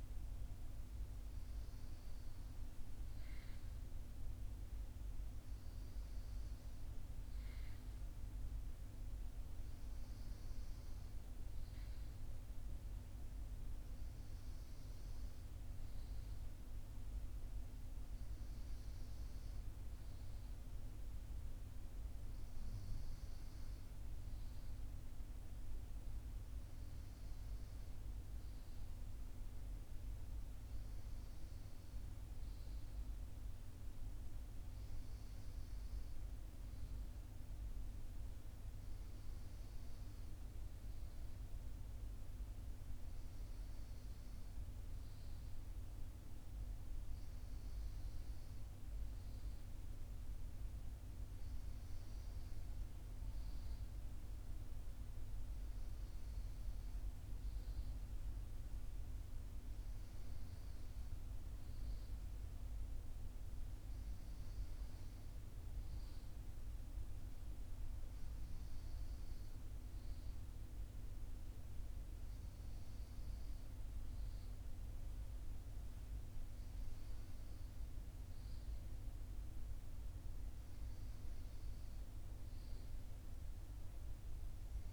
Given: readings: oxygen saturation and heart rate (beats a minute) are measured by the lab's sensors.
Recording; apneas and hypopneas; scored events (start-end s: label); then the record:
breathing in sleep, hard to hear, by a room microphone; none
none scored
From the record:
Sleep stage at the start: N1 (lightest sleep); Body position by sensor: on the right side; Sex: male